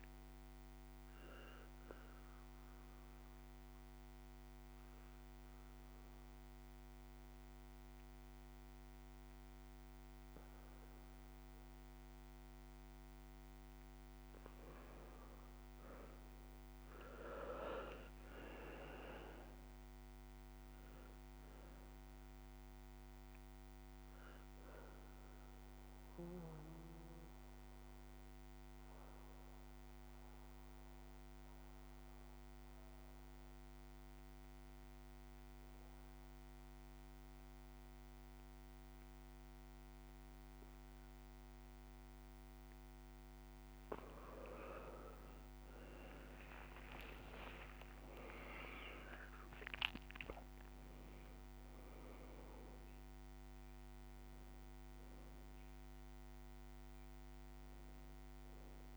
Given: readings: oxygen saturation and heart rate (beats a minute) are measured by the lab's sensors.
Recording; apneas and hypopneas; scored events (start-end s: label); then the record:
breathing in sleep by a microphone on the trachea; 2
0.00-13.00 s: oxygen desaturation (device-marked, oxygen 92% lowest, heart rate 129 extreme)
1.00-13.00 s: obstructive apnea (oxygen 97% before, 88% lowest, heart rate 78 before, 129 extreme, up 58 after)
15.00-19.00 s: arousal
21.00-45.00 s: oxygen desaturation (device-marked, oxygen 96% before, 92% lowest, heart rate 168 before, 49 extreme)
24.50-42.50 s: obstructive apnea (oxygen 97% before, 88% lowest, heart rate 167 before, 68 extreme, up 22 after)
45.00-50.50 s: arousal
47.00-58.97 s: oxygen desaturation (device-marked, oxygen 98% before, 88% lowest)
From the record:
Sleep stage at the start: N2 (light sleep); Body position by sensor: on the right side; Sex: male